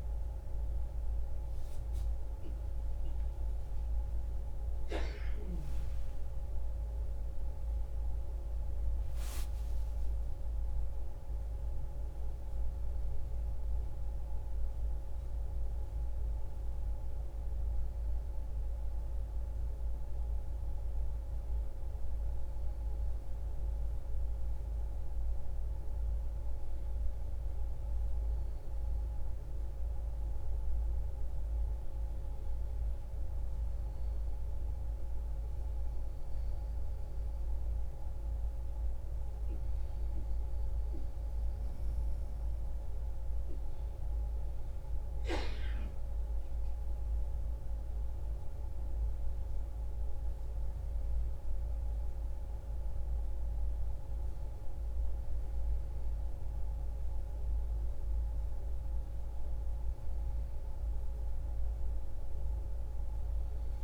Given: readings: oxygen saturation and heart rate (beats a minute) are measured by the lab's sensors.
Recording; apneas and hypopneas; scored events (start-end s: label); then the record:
breathing in sleep, hard to hear, by a room microphone; 1
4.50-9.00 s: arousal
34.00-44.50 s: mixed apnea (oxygen 95% before, 92% lowest, heart rate 70 before, 67 extreme, up 1 after)
47.50-52.50 s: arousal
52.50-63.84 s: oxygen desaturation (device-marked, oxygen 95% before, 92% lowest, heart rate 68 before, 64 extreme)
From the record:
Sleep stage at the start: N1 (lightest sleep); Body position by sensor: on the back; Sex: male